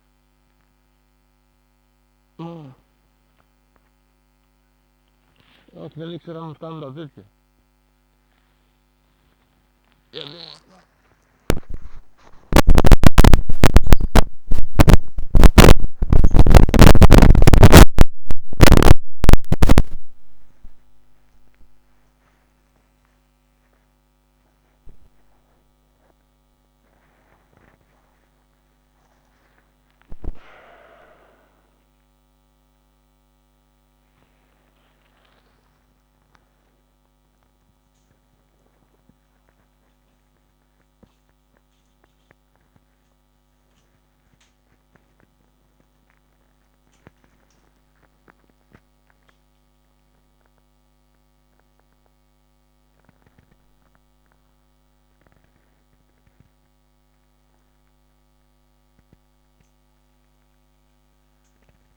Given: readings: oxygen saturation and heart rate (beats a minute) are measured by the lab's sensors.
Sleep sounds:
a person awake in a sleep study, by a microphone on the trachea; none
5.50-10.50 s: snoring (device-marked)
17.00-27.50 s: snoring (device-marked)
43.00-47.00 s: snoring (device-marked)
From the record:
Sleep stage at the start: awake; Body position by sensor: upright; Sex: male

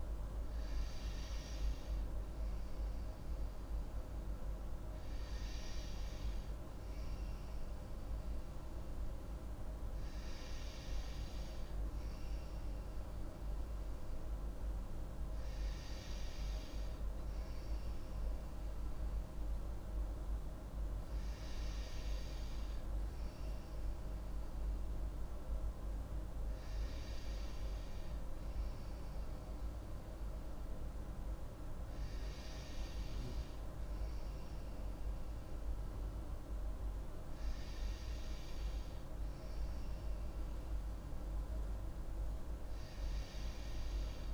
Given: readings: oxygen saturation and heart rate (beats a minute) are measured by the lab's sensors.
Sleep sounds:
breathing in sleep, hard to hear, by a room microphone; none
none scored
From the record:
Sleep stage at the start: N2 (light sleep); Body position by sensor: on the right side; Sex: female

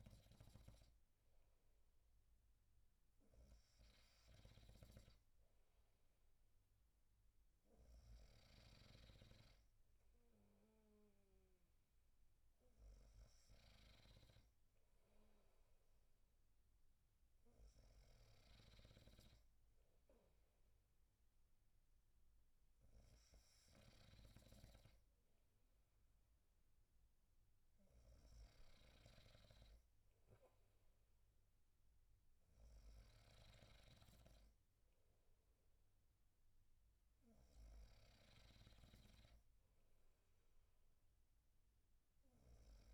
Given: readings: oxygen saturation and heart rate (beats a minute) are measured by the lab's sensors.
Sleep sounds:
breathing in sleep, hard to hear, by a room microphone; none
4.00-9.00 s: snoring (device-marked)
From the record:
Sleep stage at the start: N2 (light sleep); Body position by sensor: on the right side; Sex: male

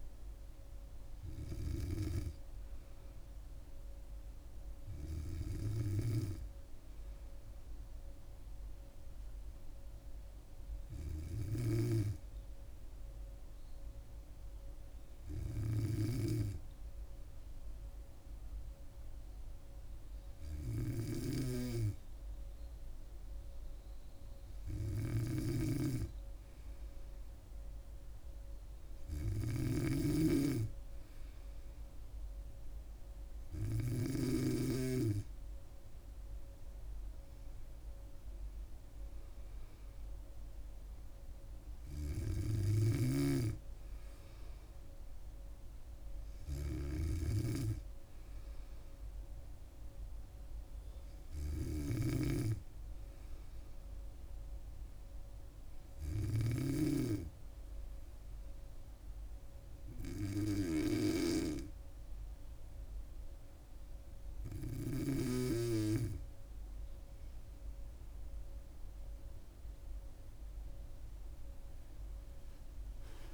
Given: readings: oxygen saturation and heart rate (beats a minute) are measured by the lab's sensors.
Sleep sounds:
breathing in sleep by a room microphone; 2
0.00-4.50 s: oxygen desaturation (device-marked, oxygen 93% lowest, heart rate 66 extreme)
9.50-26.00 s: hypopnea (oxygen 99% before, 94% lowest, heart rate 73 before, 64 extreme, up 3 after)
25.00-34.00 s: snoring (device-marked)
28.00-31.50 s: arousal
51.50-56.50 s: snoring (device-marked)
53.00-65.50 s: hypopnea (oxygen 97% before, 94% lowest, heart rate 67 before, 64 extreme, up 7 after)
68.00-72.50 s: arousal
From the record:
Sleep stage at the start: N2 (light sleep); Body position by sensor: on the back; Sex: female

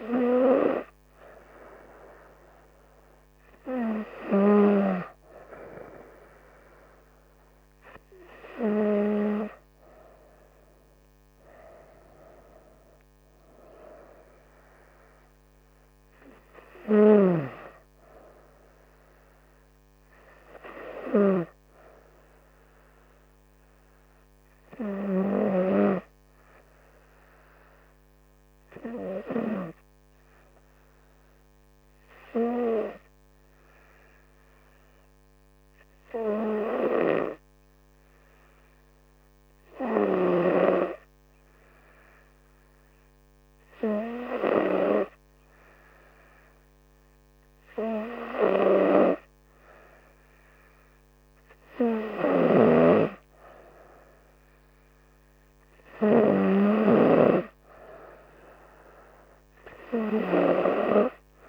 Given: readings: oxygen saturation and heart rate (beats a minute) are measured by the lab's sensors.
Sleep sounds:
breathing in sleep by a microphone on the trachea; none
57.50-61.48 s: new sleep stage, N3 (deep sleep)
From the record:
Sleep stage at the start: N2 (light sleep); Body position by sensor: on the front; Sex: female

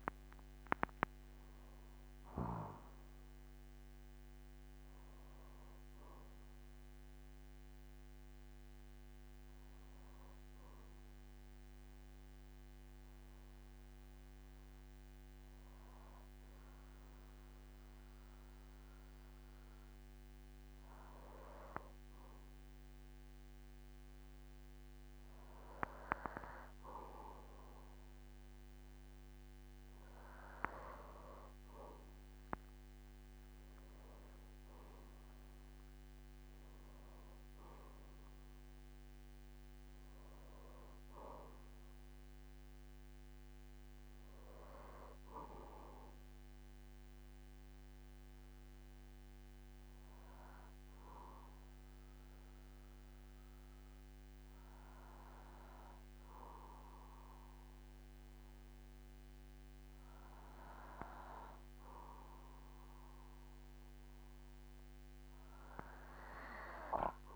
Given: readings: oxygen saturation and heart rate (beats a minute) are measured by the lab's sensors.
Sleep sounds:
breathing in sleep by a microphone on the trachea; 2
0.00-1.50 s: arousal
0.00-3.00 s: tachycardia (device-marked, heart rate 147 extreme)
0.00-21.00 s: oxygen desaturation (device-marked, oxygen 99% before, 95% lowest, heart rate 56 before, 47 extreme)
2.00-4.00 s: long interval between heartbeats (device-marked, heart rate 65 before, 134 extreme)
11.50-24.00 s: hypopnea (oxygen 99% before, 93% lowest, heart rate 86 before, 47 extreme, up 6 after)
32.00-37.00 s: tachycardia (device-marked, heart rate 66 before, 106 extreme)
32.50-37.00 s: arousal
35.50-37.50 s: long interval between heartbeats (device-marked, heart rate 52 before, 101 extreme)
46.00-61.00 s: obstructive apnea (oxygen 99% before, 93% lowest, heart rate 70 before, 47 extreme, up 6 after)
63.00-65.50 s: arousal
From the record:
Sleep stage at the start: N2 (light sleep); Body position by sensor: on the back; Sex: male

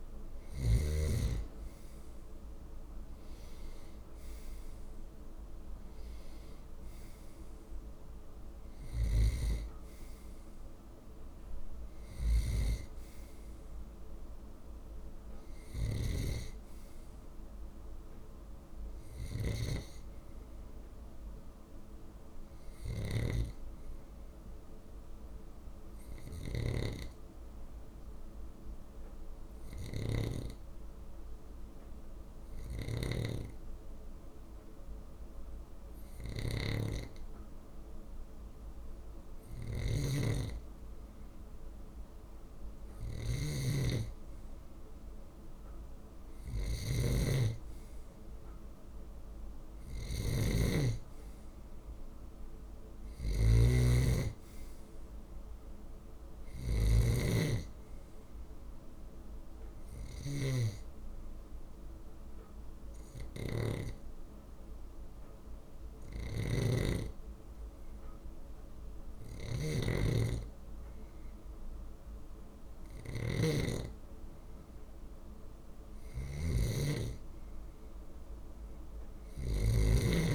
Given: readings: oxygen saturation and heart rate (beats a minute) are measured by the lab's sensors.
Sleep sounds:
breathing in sleep by a room microphone; 2
0.00-1.00 s: oxygen desaturation (device-marked, oxygen 94% lowest)
5.50-9.50 s: arousal
8.50-63.50 s: snoring (device-marked)
25.00-40.00 s: hypopnea (oxygen 96% before, 94% lowest)
44.00-47.50 s: arousal
60.50-75.00 s: hypopnea (oxygen 97% before, 93% lowest)
65.50-80.35 s: snoring (device-marked)
78.00-80.35 s: arousal
From the record:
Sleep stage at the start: N2 (light sleep); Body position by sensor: on the left side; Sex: male

